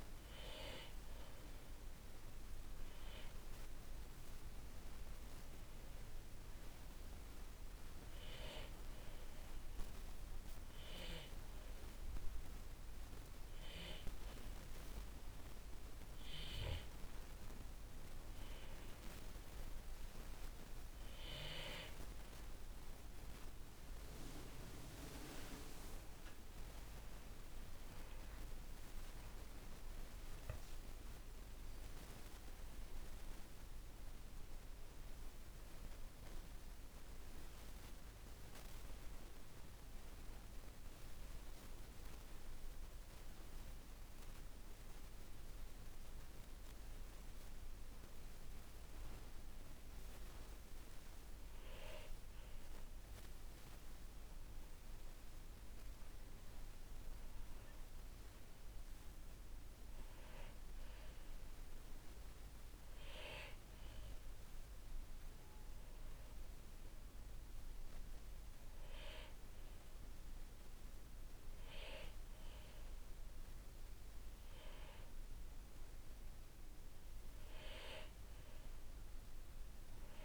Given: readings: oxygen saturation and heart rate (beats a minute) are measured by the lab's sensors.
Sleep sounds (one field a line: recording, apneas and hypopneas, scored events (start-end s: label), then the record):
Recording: breathing in sleep by a room microphone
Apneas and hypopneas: 2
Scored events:
0.50-8.50 s: oxygen desaturation (device-marked, oxygen 97% before, 94% lowest, heart rate 61 before, 62 extreme)
9.00-20.00 s: hypopnea (oxygen 97% before, 93% lowest, heart rate 63 before, 59 extreme, up 11 after)
25.00-29.50 s: arousal
40.00-52.50 s: hypopnea (oxygen 95% before, 93% lowest, heart rate 73 before, 53 extreme, up 4 after)
55.50-59.00 s: arousal
From the record:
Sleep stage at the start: N2 (light sleep)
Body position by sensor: on the back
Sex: male